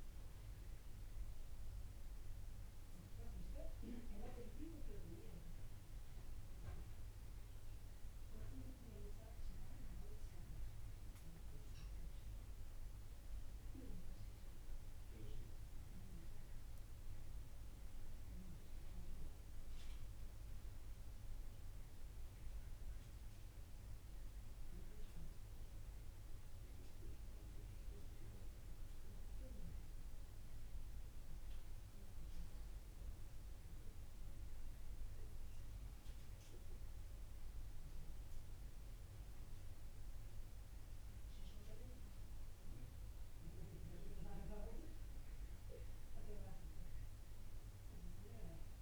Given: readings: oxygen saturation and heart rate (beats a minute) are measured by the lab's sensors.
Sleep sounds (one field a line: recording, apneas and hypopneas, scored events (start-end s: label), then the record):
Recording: breathing in sleep by a room microphone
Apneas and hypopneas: none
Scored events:
none scored
From the record:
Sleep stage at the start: N1 (lightest sleep)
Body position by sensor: on the back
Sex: male